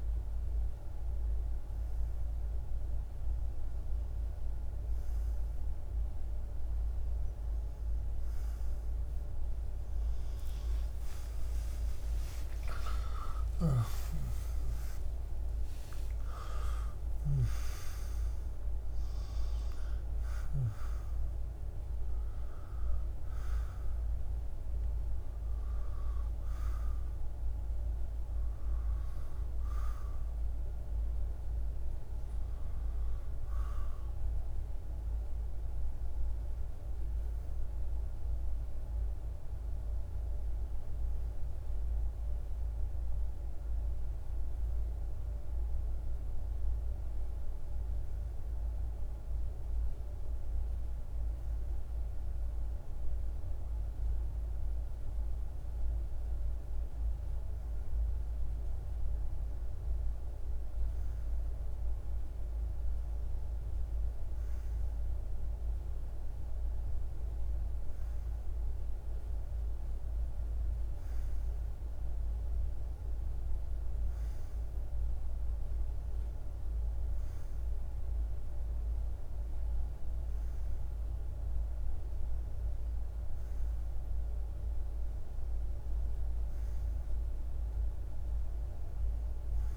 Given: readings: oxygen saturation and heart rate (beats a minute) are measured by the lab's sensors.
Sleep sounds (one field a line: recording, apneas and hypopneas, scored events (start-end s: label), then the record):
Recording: breathing in sleep, hard to hear, by a room microphone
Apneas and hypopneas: none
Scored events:
10.50-14.50 s: arousal
12.00-16.00 s: snoring (device-marked)
From the record:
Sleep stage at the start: REM sleep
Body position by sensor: on the back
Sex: male